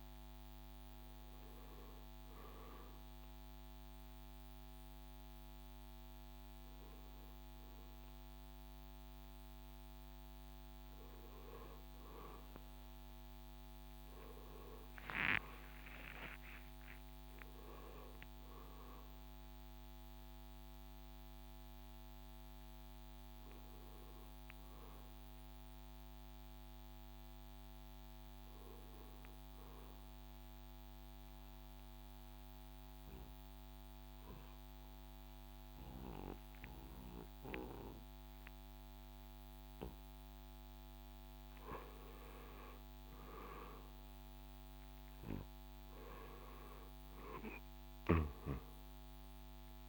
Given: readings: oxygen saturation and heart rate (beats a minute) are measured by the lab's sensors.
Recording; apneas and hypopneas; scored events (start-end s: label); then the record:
breathing in sleep by a microphone on the trachea; 1
0.00-7.50 s: drop in pulse transit time (device-marked, heart rate 69 extreme)
0.00-13.50 s: oxygen desaturation (device-marked, oxygen 88% lowest, heart rate 70 extreme)
15.00-20.00 s: arousal
30.00-42.00 s: obstructive apnea (oxygen 96% before, 88% lowest, heart rate 76 before, 66 extreme, up 2 after)
43.50-47.00 s: arousal
44.50-49.89 s: oxygen desaturation (device-marked, oxygen 95% before, 88% lowest, heart rate 73 before, 66 extreme)
From the record:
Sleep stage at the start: N2 (light sleep); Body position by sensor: on the back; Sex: male